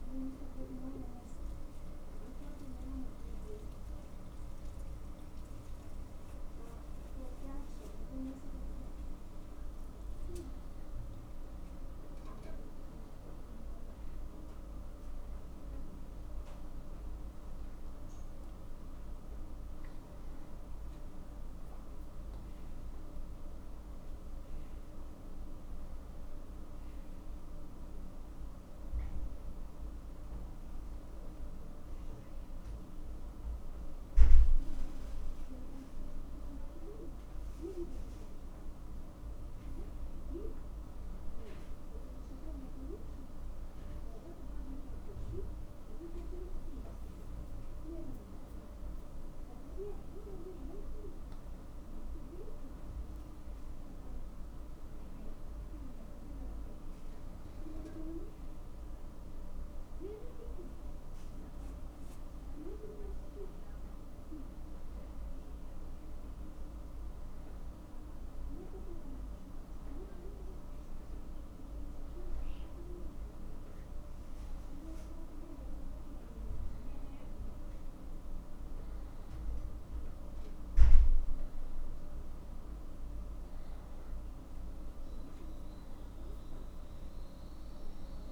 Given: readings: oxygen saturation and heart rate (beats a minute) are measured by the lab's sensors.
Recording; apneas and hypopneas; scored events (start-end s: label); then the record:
breathing in sleep by a room microphone; none
16.50-88.32 s: new sleep stage, N1 (lightest sleep)
17.50-22.00 s: arousal
From the record:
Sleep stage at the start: N2 (light sleep); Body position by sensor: on the back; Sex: male